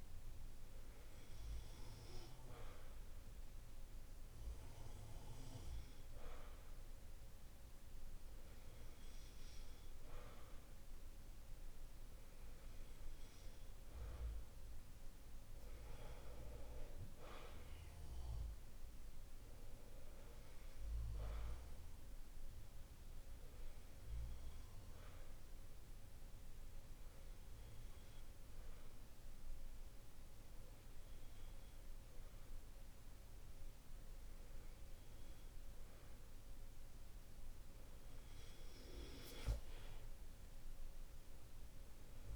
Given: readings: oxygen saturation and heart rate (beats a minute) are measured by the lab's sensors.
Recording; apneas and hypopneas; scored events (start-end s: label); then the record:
breathing in sleep by a room microphone; none
none scored
From the record:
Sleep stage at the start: N2 (light sleep); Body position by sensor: on the back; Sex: male